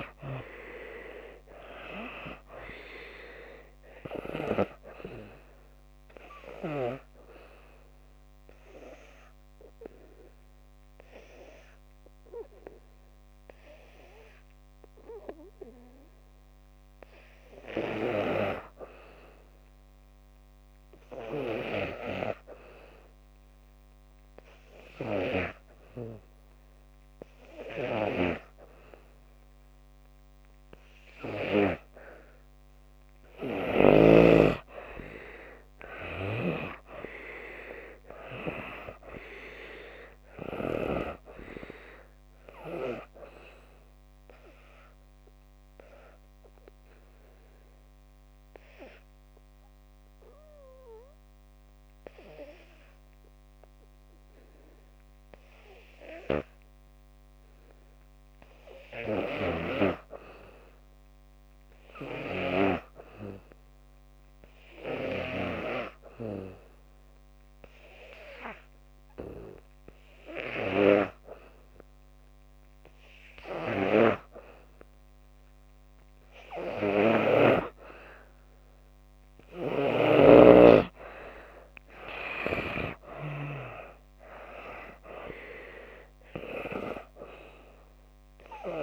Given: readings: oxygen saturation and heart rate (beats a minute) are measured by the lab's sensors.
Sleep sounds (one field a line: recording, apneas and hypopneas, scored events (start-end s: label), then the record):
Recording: breathing in sleep by a microphone on the trachea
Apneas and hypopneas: 2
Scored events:
0.00-2.50 s: arousal
0.00-10.50 s: oxygen desaturation (device-marked, oxygen 79% lowest)
7.50-33.00 s: obstructive apnea (oxygen 86% before, 78% lowest)
26.50-61.50 s: oxygen desaturation (device-marked, oxygen 95% before, 78% lowest)
35.50-39.00 s: arousal
46.00-75.50 s: obstructive apnea (oxygen 95% before, 76% lowest)
63.50-88.50 s: oxygen desaturation (device-marked, oxygen 95% before, 80% lowest)
78.50-82.00 s: arousal
From the record:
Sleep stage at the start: N2 (light sleep)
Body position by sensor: on the back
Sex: female